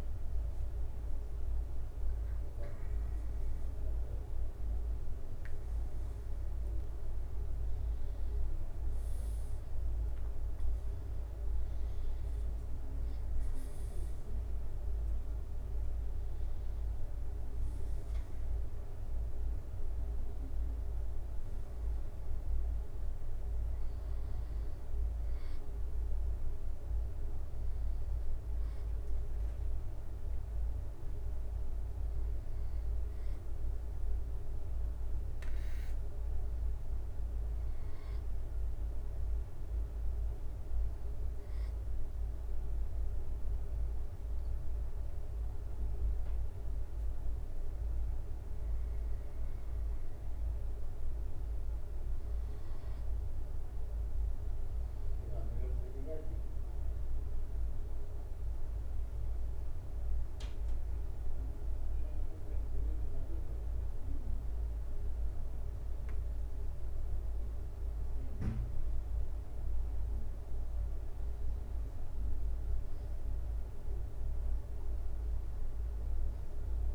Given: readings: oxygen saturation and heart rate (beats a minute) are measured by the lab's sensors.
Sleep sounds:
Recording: breathing in sleep, hard to hear, by a room microphone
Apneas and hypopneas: 1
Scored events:
2.00-6.50 s: arousal
29.50-46.00 s: hypopnea (oxygen 96% before, 95% lowest, heart rate 74 before, 66 extreme, up 4 after)
48.00-51.00 s: arousal
61.00-65.00 s: arousal
From the record:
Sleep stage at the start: N2 (light sleep)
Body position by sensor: on the back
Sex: male

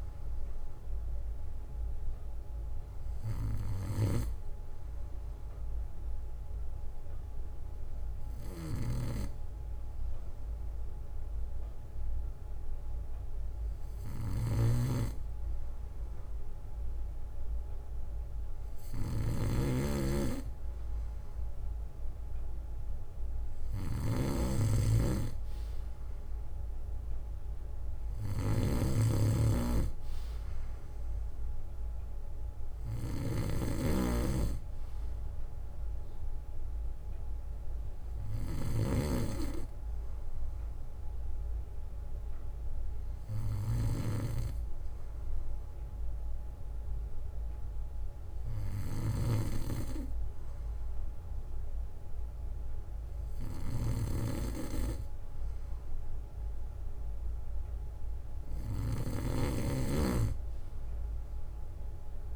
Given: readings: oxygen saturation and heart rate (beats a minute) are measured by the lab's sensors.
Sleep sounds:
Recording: breathing in sleep by a room microphone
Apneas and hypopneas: 1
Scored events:
4.00-6.00 s: bradycardia (device-marked, heart rate 61 before, 60 extreme)
5.00-15.50 s: obstructive apnea (oxygen 96% before, 93% lowest, heart rate 63 before, 56 extreme, up 4 after)
9.00-11.00 s: bradycardia (device-marked, heart rate 61 before, 62 extreme)
14.00-16.00 s: bradycardia (device-marked, heart rate 61 before, 61 extreme)
14.50-39.00 s: snoring (device-marked)
17.50-21.00 s: arousal
19.00-21.00 s: bradycardia (device-marked, heart rate 61 before, 60 extreme)
22.00-25.00 s: bradycardia (device-marked, heart rate 61 before, 59 extreme)
27.00-29.00 s: bradycardia (device-marked, heart rate 61 before, 59 extreme)
47.00-50.00 s: bradycardia (device-marked, heart rate 61 before, 56 extreme)
51.00-54.00 s: bradycardia (device-marked, heart rate 61 before, 56 extreme)
56.00-58.00 s: bradycardia (device-marked, heart rate 61 before, 59 extreme)
59.00-62.36 s: snoring (device-marked)
From the record:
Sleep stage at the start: N2 (light sleep)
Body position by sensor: on the back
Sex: male

